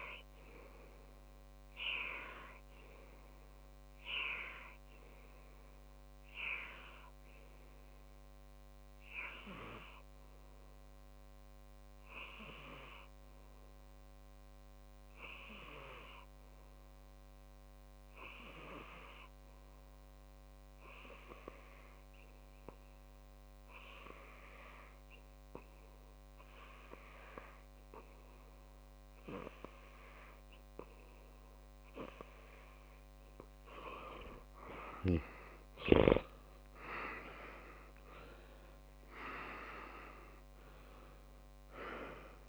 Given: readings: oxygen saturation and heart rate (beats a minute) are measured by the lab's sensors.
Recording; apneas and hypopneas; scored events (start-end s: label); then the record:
a person partly awake in a sleep study, by a microphone on the trachea; 1
0.00-2.00 s: long interval between heartbeats (device-marked, heart rate 42 before, 35 extreme)
4.00-33.00 s: obstructive apnea (oxygen 97% before, 95% lowest, heart rate 49 before, 26 extreme, up 31 after)
9.00-11.00 s: long interval between heartbeats (device-marked, heart rate 59 before, 39 extreme)
11.00-13.00 s: long interval between heartbeats (device-marked, heart rate 63 before, 52 extreme)
16.50-18.50 s: long interval between heartbeats (device-marked, heart rate 58 before, 54 extreme)
19.00-21.00 s: long interval between heartbeats (device-marked, heart rate 48 before, 57 extreme)
23.50-42.49 s: new sleep stage, awake
24.00-26.00 s: long interval between heartbeats (device-marked, heart rate 53 before, 58 extreme)
26.50-28.50 s: long interval between heartbeats (device-marked, heart rate 55 before, 65 extreme)
36.00-38.00 s: long interval between heartbeats (device-marked, heart rate 55 before, 38 extreme)
39.50-41.50 s: long interval between heartbeats (device-marked, heart rate 54 before, 61 extreme)
From the record:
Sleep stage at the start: N2 (light sleep); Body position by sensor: on the back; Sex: male